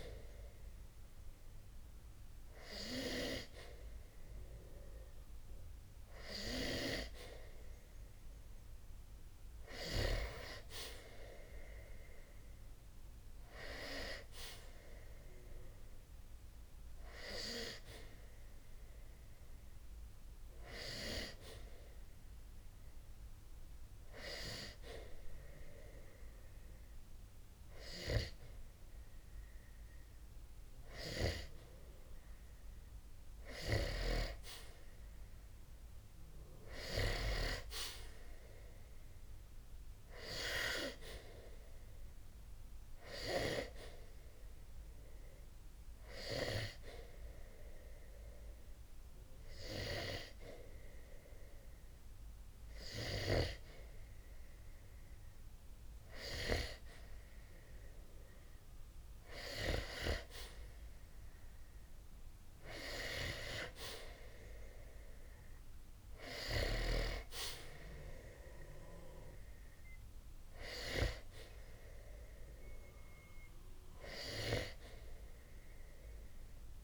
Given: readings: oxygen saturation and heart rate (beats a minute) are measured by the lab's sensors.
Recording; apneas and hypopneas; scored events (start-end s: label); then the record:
breathing in sleep by a room microphone; 1
46.50-57.50 s: hypopnea (oxygen 94% before, 91% lowest, heart rate 61 before, 60 extreme, up 10 after)
61.00-64.50 s: arousal
From the record:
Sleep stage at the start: N2 (light sleep); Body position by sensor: on the back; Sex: male